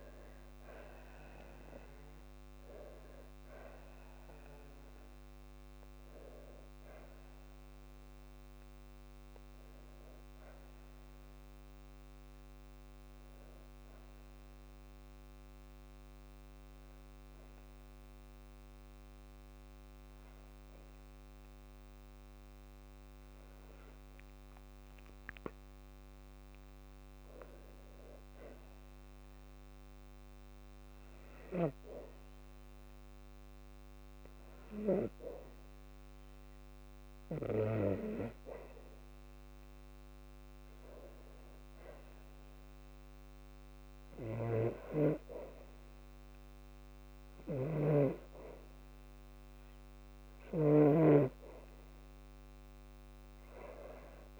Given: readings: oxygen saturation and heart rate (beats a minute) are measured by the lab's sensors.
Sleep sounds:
breathing in sleep by a microphone on the trachea; 1
14.00-26.50 s: hypopnea (oxygen 96% before, 93% lowest, heart rate 59 before, 52 extreme, up 2 after)
28.50-32.50 s: arousal
From the record:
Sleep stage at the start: N2 (light sleep); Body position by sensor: on the back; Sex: female

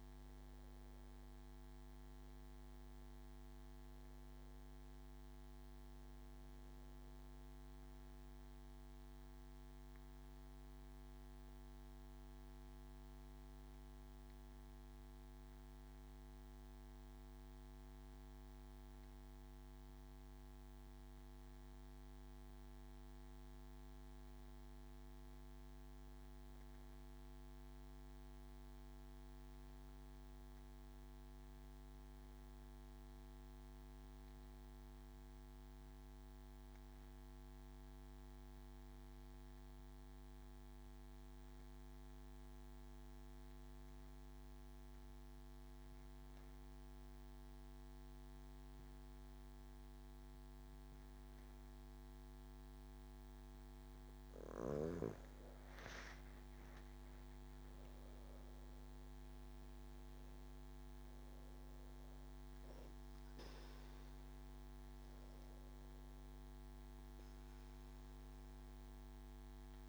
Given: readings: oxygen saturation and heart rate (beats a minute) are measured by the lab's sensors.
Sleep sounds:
breathing in sleep, hard to hear, by a microphone on the trachea; 1
0.00-16.00 s: oxygen desaturation (device-marked, oxygen 91% lowest)
10.00-52.50 s: obstructive apnea (oxygen 96% before, 89% lowest)
38.00-69.89 s: oxygen desaturation (device-marked, oxygen 97% before, 89% lowest, heart rate 46 before, 40 extreme)
55.00-59.00 s: arousal
From the record:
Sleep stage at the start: N2 (light sleep); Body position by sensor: on the back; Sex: male

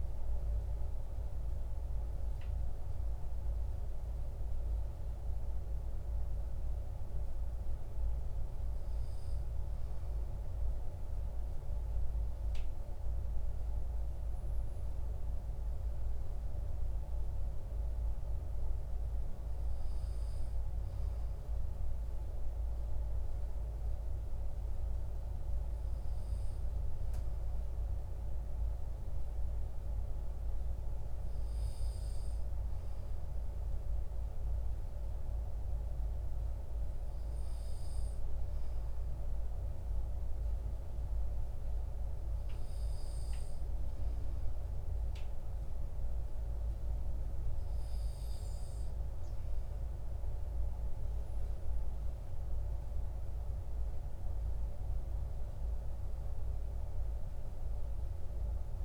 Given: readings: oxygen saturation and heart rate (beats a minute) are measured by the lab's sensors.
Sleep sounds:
breathing in sleep, hard to hear, by a room microphone; 1
31.00-48.00 s: hypopnea (oxygen 97% before, 95% lowest, heart rate 48 before, 42 extreme, up 15 after)
48.50-53.00 s: arousal
From the record:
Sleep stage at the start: N2 (light sleep); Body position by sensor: on the back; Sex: male

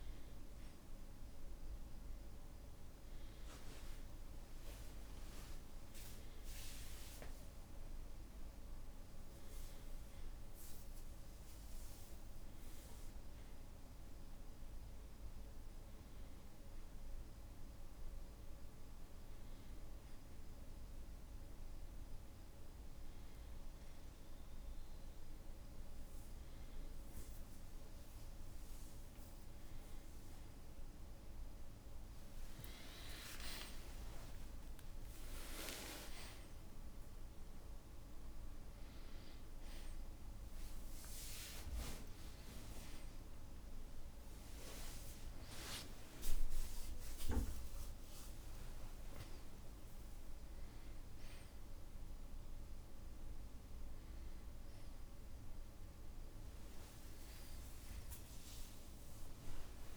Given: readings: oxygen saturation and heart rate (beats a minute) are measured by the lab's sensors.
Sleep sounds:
a person awake in a sleep study, by a room microphone; none
13.00-59.97 s: new sleep stage, awake
16.00-18.00 s: long interval between heartbeats (device-marked, heart rate 65 before, 65 extreme)
33.50-35.50 s: long interval between heartbeats (device-marked, heart rate 63 before, 89 extreme)
44.00-50.00 s: tachycardia (device-marked, heart rate 77 before, 108 extreme)
48.00-50.00 s: long interval between heartbeats (device-marked, heart rate 74 before, 107 extreme)
58.00-59.97 s: tachycardia (device-marked, heart rate 78 before, 147 extreme)
58.50-59.97 s: long interval between heartbeats (device-marked, heart rate 79 before, 88 extreme)
From the record:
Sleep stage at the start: N1 (lightest sleep); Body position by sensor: on the back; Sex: male

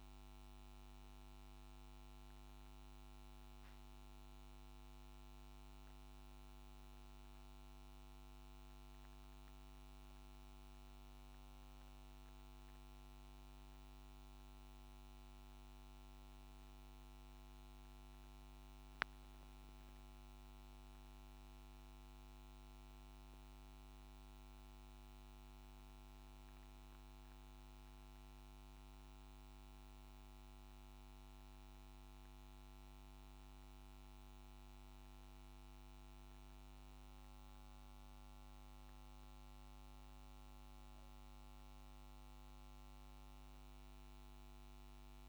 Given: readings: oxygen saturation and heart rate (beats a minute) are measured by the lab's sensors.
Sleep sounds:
a person awake in a sleep study, hard to hear, by a microphone on the trachea; none
none scored
From the record:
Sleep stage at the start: awake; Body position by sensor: on the back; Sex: male

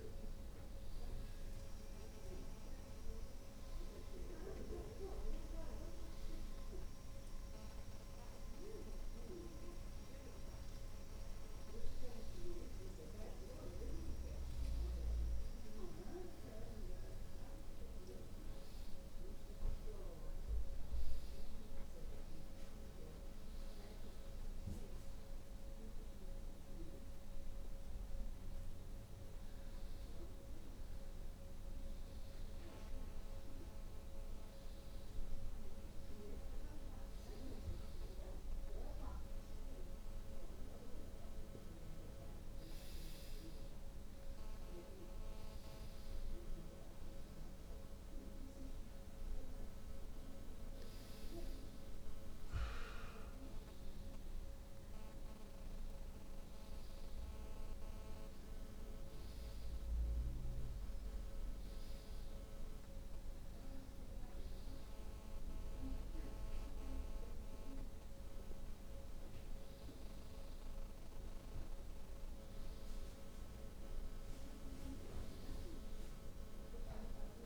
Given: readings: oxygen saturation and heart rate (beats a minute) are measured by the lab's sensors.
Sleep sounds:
breathing in sleep by a room microphone; none
none scored
From the record:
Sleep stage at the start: N1 (lightest sleep); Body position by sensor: on the back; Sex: female

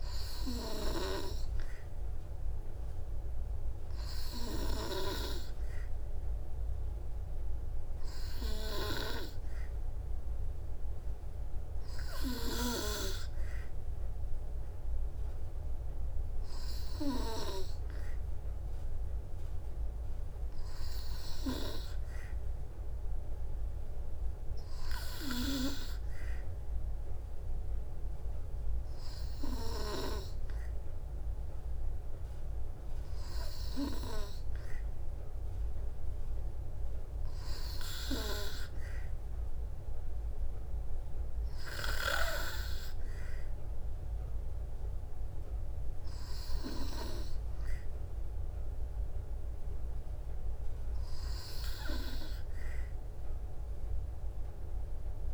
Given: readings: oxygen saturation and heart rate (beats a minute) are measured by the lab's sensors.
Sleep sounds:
breathing in sleep by a room microphone; none
none scored
From the record:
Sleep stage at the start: N2 (light sleep); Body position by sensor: on the back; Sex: female

